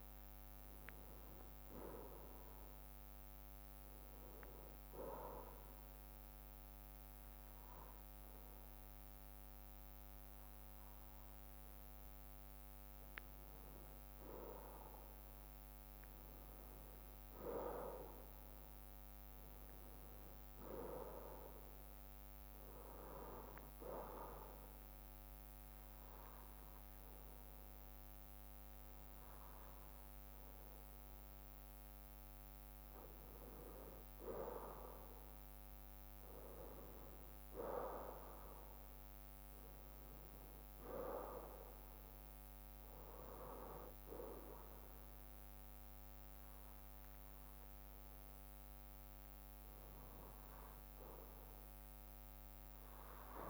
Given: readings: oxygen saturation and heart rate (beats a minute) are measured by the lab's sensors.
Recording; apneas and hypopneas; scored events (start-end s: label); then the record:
breathing in sleep by a microphone on the trachea; 2
5.00-15.00 s: obstructive apnea (oxygen 94% before, 92% lowest, heart rate 67 before, 62 extreme, up 1 after)
17.50-21.50 s: arousal
23.50-33.50 s: obstructive apnea (oxygen 94% before, 92% lowest, heart rate 64 before, 62 extreme, up 4 after)
35.50-39.00 s: arousal
From the record:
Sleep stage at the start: N2 (light sleep); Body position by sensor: on the right side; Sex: male